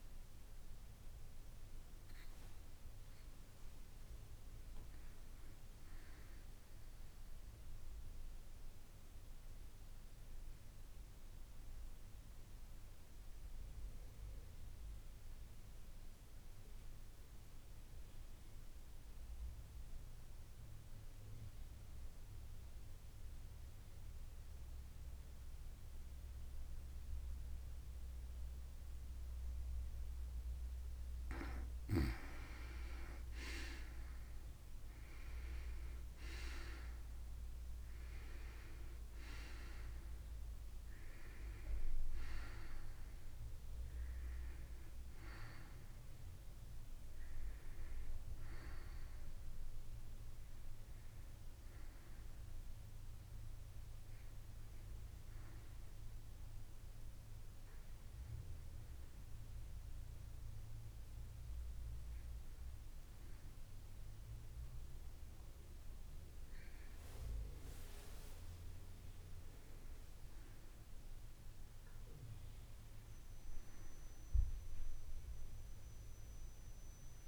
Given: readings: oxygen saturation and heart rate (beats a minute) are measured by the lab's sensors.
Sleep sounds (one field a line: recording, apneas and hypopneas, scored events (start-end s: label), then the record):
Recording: breathing in sleep by a room microphone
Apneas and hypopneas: 2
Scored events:
1.00-4.50 s: arousal
7.50-30.50 s: mixed apnea (oxygen 95% before, 92% lowest, heart rate 57 before, 53 extreme, up 15 after)
24.00-33.00 s: oxygen desaturation (device-marked, oxygen 95% before, 92% lowest, heart rate 54 before, 54 extreme)
34.00-38.50 s: arousal
57.50-69.50 s: hypopnea (oxygen 98% before, 90% lowest, heart rate 60 before, 55 extreme, up 3 after)
72.00-75.50 s: arousal
From the record:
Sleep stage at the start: N2 (light sleep)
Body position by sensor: on the back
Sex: female